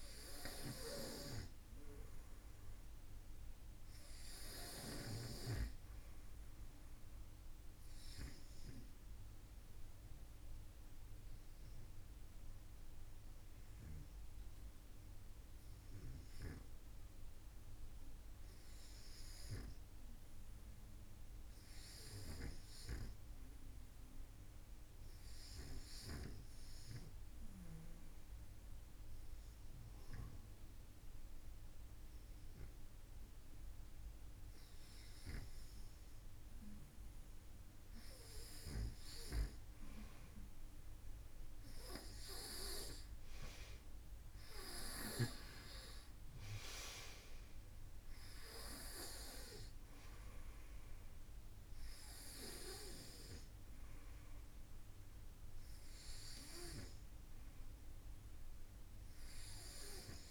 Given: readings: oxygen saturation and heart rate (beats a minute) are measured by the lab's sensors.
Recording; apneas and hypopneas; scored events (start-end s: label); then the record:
breathing in sleep by a room microphone; 1
0.00-1.50 s: arousal
26.00-38.50 s: obstructive apnea (oxygen 96% before, 92% lowest, heart rate 52 before, 49 extreme, up 6 after)
41.00-45.50 s: arousal
From the record:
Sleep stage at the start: REM sleep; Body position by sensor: on the front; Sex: male